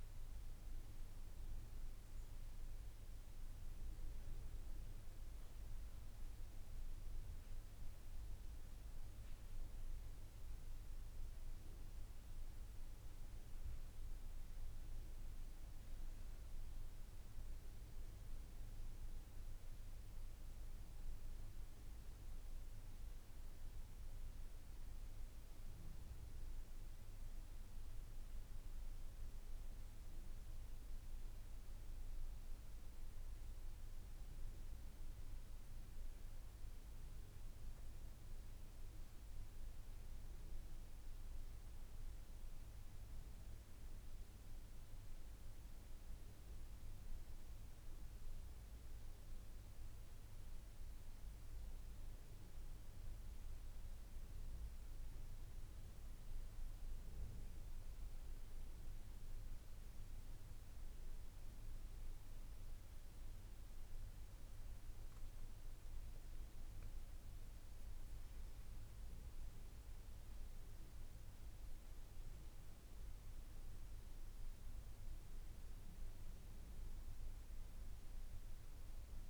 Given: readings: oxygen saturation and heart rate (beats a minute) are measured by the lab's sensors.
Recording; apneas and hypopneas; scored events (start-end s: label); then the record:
breathing in sleep, hard to hear, by a room microphone; none
none scored
From the record:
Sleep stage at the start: N2 (light sleep); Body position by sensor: on the back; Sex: male